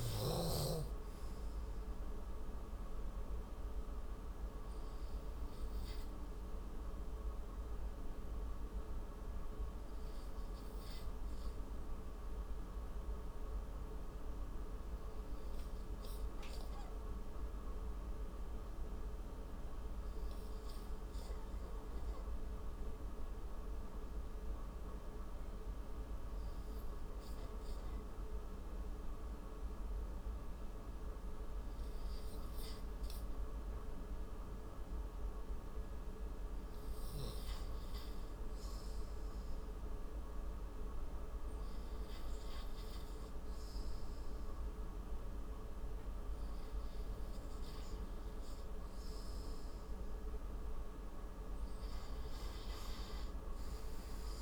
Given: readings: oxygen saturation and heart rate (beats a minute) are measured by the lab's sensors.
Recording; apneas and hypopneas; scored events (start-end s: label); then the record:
breathing in sleep, hard to hear, by a room microphone; 1
13.00-34.00 s: hypopnea (oxygen 95% before, 85% lowest, heart rate 64 before, 54 extreme, up 8 after)
31.00-54.42 s: oxygen desaturation (device-marked, oxygen 100% before, 85% lowest, heart rate 61 before, 52 extreme)
36.00-40.00 s: arousal
44.00-54.42 s: new sleep stage, N2 (light sleep)
From the record:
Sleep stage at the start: REM sleep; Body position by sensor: on the right side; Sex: male